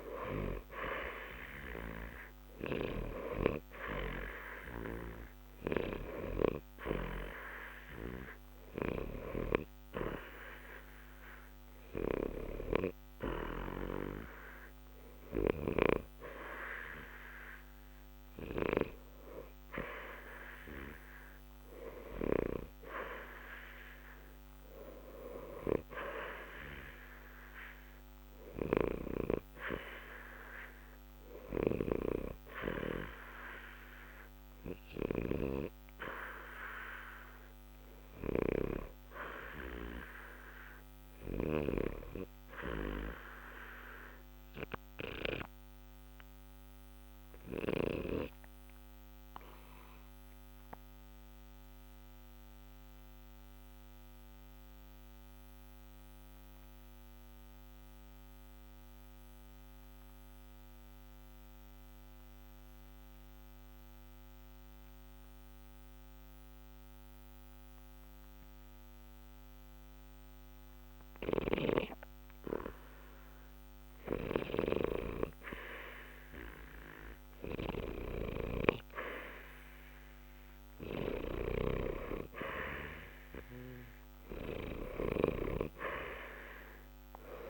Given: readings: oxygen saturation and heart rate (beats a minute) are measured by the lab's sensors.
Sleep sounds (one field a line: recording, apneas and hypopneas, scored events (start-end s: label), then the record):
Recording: breathing in sleep by a microphone on the trachea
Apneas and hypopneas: 1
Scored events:
0.00-32.00 s: oxygen desaturation (device-marked, oxygen 81% lowest, heart rate 60 extreme)
47.50-70.00 s: obstructive apnea (oxygen 90% before, 79% lowest, heart rate 60 before, 60 extreme, up 0 after)
73.00-77.00 s: arousal
84.00-87.50 s: oxygen desaturation (device-marked, oxygen 89% before, 82% lowest, heart rate 60 before, 60 extreme)
From the record:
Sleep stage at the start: N2 (light sleep)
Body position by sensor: on the back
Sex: male